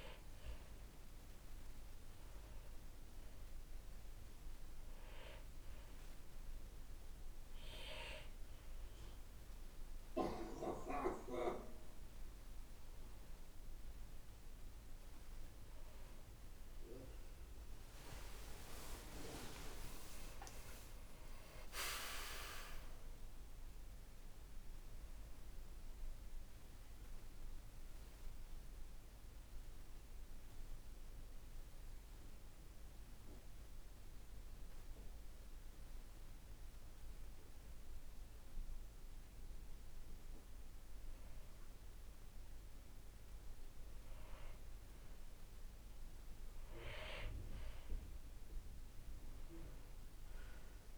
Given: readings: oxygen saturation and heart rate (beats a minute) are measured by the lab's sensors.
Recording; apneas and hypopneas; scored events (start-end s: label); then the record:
breathing in sleep by a room microphone; 1
18.00-23.00 s: arousal
30.50-41.50 s: obstructive apnea (oxygen 95% before, 92% lowest, heart rate 71 before, 54 extreme, up 3 after)
43.50-47.00 s: arousal
From the record:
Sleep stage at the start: N2 (light sleep); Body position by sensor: on the back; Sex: male